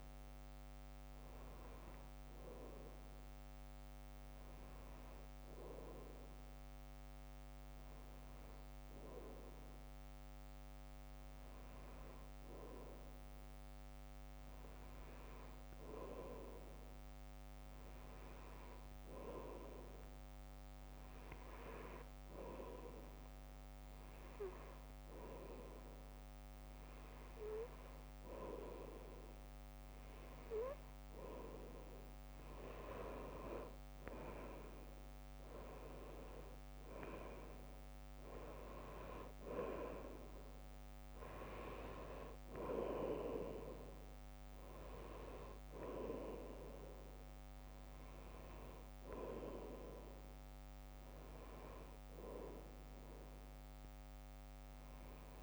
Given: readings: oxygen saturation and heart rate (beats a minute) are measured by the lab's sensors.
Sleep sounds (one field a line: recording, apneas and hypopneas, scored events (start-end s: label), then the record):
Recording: breathing in sleep by a microphone on the trachea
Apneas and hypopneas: 1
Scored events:
12.50-16.00 s: arousal
18.00-30.00 s: hypopnea (oxygen 98% before, 92% lowest, heart rate 57 before, 56 extreme, up 5 after)
27.00-48.00 s: oxygen desaturation (device-marked, oxygen 98% before, 92% lowest, heart rate 58 before, 56 extreme)
32.50-36.50 s: arousal
From the record:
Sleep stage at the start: N2 (light sleep)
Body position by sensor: on the back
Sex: female